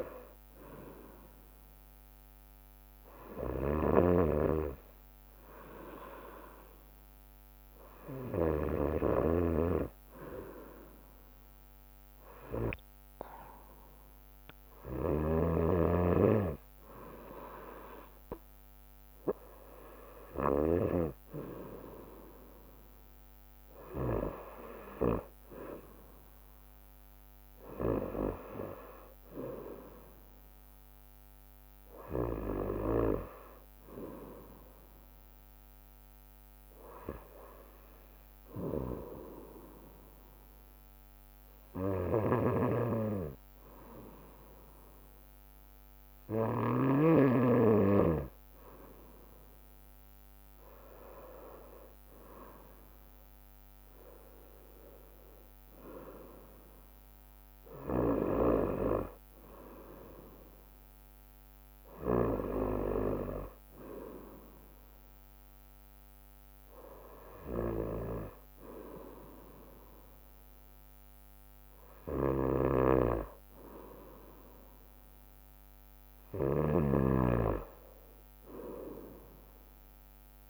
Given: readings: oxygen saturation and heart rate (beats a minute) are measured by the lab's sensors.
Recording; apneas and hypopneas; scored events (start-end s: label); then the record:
breathing in sleep by a microphone on the trachea; 1
3.50-9.00 s: snoring (device-marked)
15.00-24.50 s: snoring (device-marked)
33.00-36.50 s: arousal
39.00-50.50 s: obstructive apnea (oxygen 93% before, 92% lowest, heart rate 68 before, 65 extreme, up 10 after)
42.00-47.00 s: snoring (device-marked)
52.00-55.50 s: arousal
58.00-60.00 s: long interval between heartbeats (device-marked, heart rate 69 before, 77 extreme)
58.00-62.50 s: snoring (device-marked)
72.50-80.50 s: snoring (device-marked)
From the record:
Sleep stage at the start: N2 (light sleep); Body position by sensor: on the right side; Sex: female